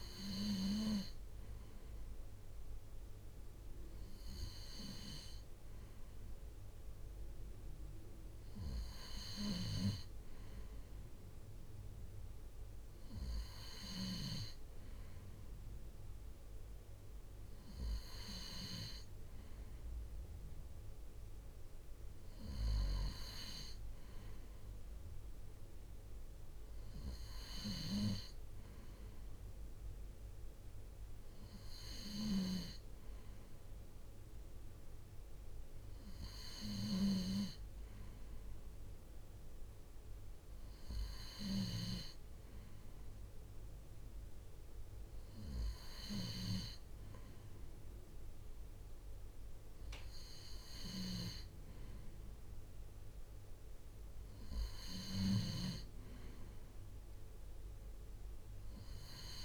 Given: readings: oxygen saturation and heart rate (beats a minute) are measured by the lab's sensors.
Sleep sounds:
breathing in sleep by a room microphone; none
none scored
From the record:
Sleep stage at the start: N2 (light sleep); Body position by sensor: on the right side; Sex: male

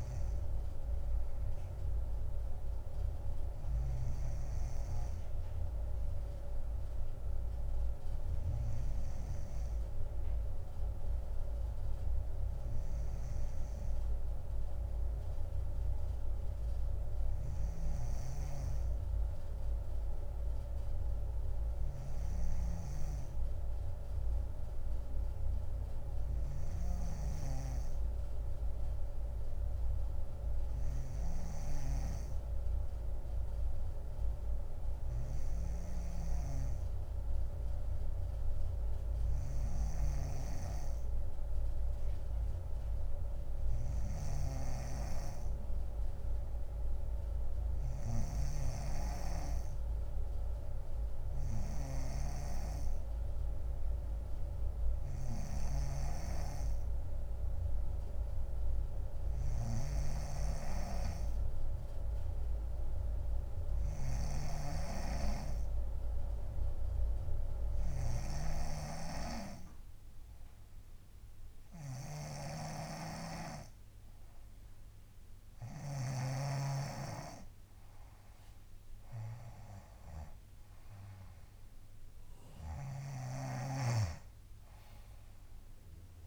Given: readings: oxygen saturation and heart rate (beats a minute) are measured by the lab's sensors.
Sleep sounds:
breathing in sleep by a room microphone; 1
0.00-4.50 s: snoring (device-marked)
15.00-72.50 s: hypopnea (oxygen 99% before, 94% lowest, heart rate 62 before, 63 extreme, up 3 after)
18.00-76.50 s: snoring (device-marked)
79.00-83.50 s: arousal
From the record:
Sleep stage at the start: N2 (light sleep); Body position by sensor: on the front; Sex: female

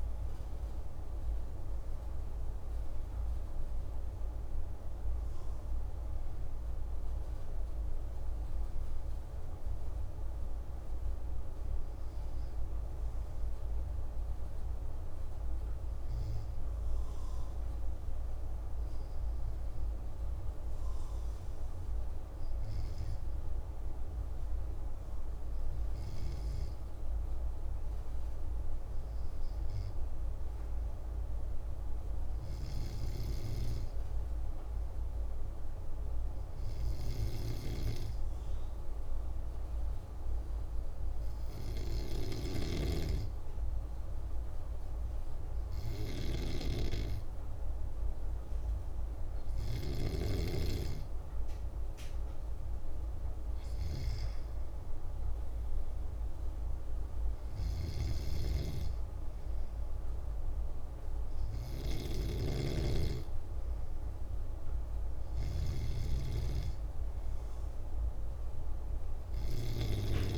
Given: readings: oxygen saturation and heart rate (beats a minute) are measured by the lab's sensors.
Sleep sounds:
breathing in sleep by a room microphone; 1
28.50-32.00 s: arousal
35.50-51.50 s: obstructive apnea (oxygen 98% before, 95% lowest, heart rate 100 before, 72 extreme)
42.00-49.50 s: snoring (device-marked)
54.50-58.50 s: arousal
57.00-70.38 s: snoring (device-marked)
From the record:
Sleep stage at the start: N2 (light sleep); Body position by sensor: on the back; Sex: male

